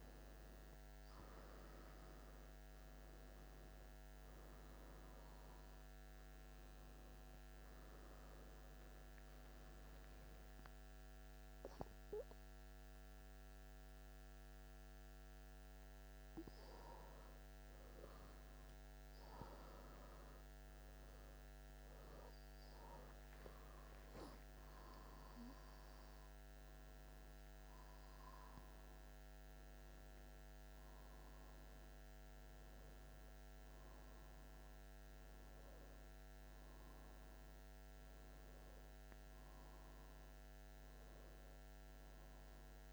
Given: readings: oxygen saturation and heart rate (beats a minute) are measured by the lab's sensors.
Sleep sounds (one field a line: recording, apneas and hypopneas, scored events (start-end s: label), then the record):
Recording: breathing in sleep, hard to hear, by a microphone on the trachea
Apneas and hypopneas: none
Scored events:
0.00-20.00 s: oxygen desaturation (device-marked, oxygen 91% lowest)
14.00-42.93 s: new sleep stage, N1 (lightest sleep)
From the record:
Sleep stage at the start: N2 (light sleep)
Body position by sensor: on the back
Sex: male